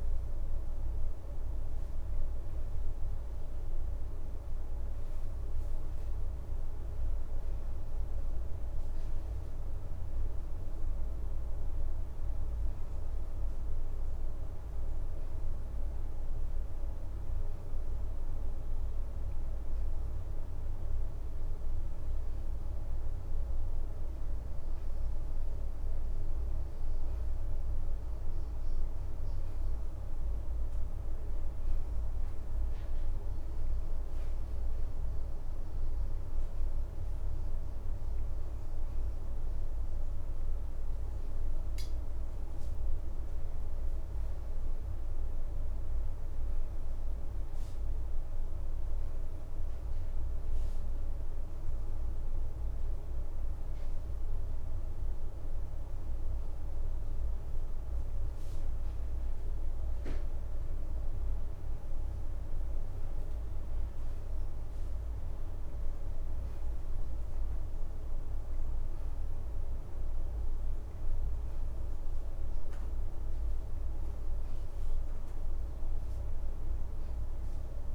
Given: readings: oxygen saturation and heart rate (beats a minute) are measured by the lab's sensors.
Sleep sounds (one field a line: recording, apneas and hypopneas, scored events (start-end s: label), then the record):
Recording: breathing in sleep, hard to hear, by a room microphone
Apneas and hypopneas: none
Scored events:
4.50-6.50 s: leg movement (device-marked)
30.00-33.50 s: leg movement (device-marked)
40.50-43.50 s: leg movement (device-marked)
43.50-46.50 s: leg movement (device-marked)
62.00-63.50 s: leg movement (device-marked)
From the record:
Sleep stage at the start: N2 (light sleep)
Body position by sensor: on the back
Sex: female